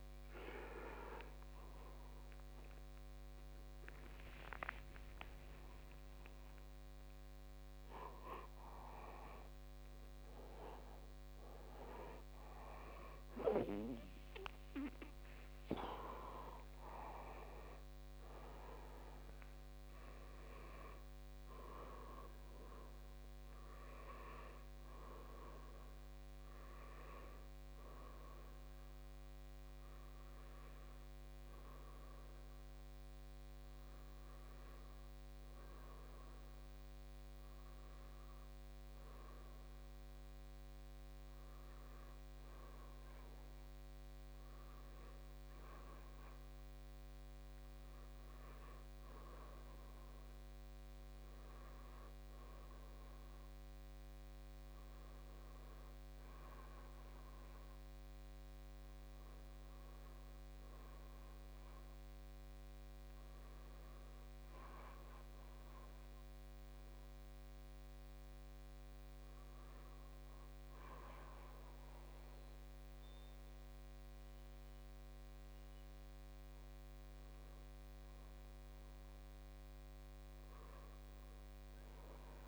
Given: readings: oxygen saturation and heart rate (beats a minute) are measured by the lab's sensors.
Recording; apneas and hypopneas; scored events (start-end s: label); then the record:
a person awake in a sleep study, by a microphone on the trachea; none
0.00-36.50 s: oxygen desaturation (device-marked, oxygen 83% lowest, heart rate 57 extreme)
7.50-67.50 s: new sleep stage, awake
67.50-82.48 s: new sleep stage, N1 (lightest sleep)
From the record:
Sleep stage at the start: N2 (light sleep); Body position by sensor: on the back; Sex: male